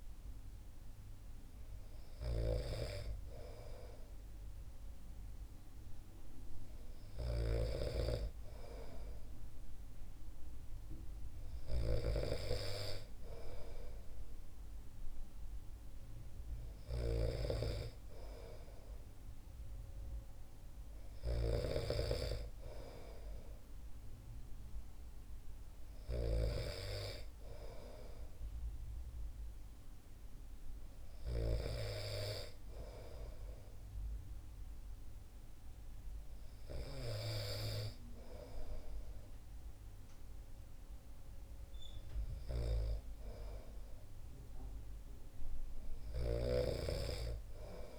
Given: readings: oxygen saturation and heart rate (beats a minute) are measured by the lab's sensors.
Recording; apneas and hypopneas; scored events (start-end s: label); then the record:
breathing in sleep by a room microphone; none
46.00-47.99 s: snoring (device-marked)
From the record:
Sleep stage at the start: N2 (light sleep); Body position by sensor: on the back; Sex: male